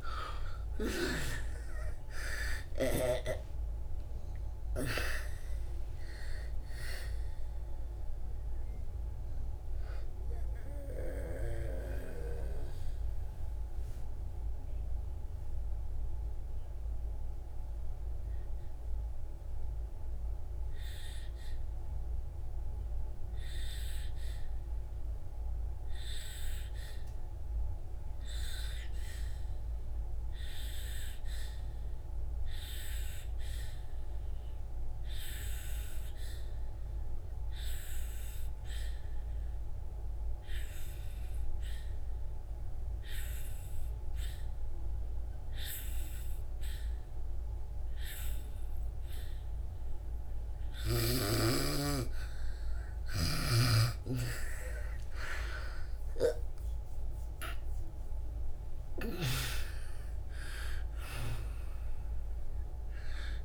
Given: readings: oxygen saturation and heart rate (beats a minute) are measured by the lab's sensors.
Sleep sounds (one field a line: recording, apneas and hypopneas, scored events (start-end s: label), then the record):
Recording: breathing in sleep by a room microphone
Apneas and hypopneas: 1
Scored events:
0.00-30.00 s: oxygen desaturation (device-marked, oxygen 76% lowest, heart rate 59 extreme)
1.00-8.00 s: arousal
11.50-52.00 s: obstructive apnea (oxygen 97% before, 76% lowest, heart rate 90 before, 59 extreme, up 55 after)
35.00-63.45 s: oxygen desaturation (device-marked, oxygen 98% before, 77% lowest, heart rate 63 before, 61 extreme)
55.00-60.00 s: arousal
From the record:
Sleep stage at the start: N2 (light sleep)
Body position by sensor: on the back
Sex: female